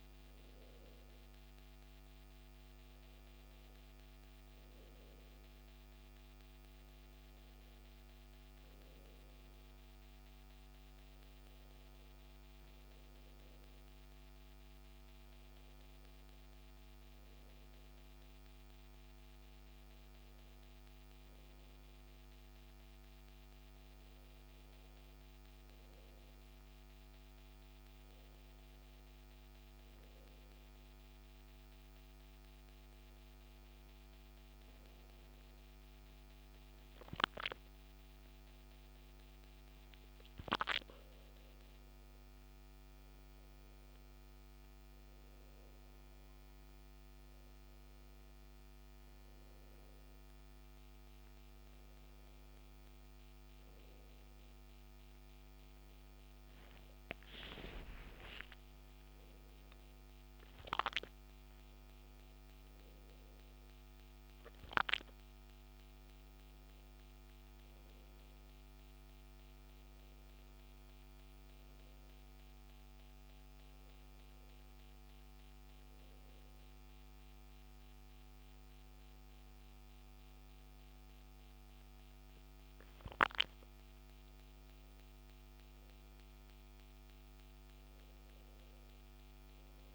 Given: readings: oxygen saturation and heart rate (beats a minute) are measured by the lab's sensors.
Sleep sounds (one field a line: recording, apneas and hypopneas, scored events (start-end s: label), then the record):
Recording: breathing in sleep, hard to hear, by a microphone on the trachea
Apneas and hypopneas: none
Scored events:
56.50-60.00 s: arousal
From the record:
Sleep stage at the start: N2 (light sleep)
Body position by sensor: on the back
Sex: male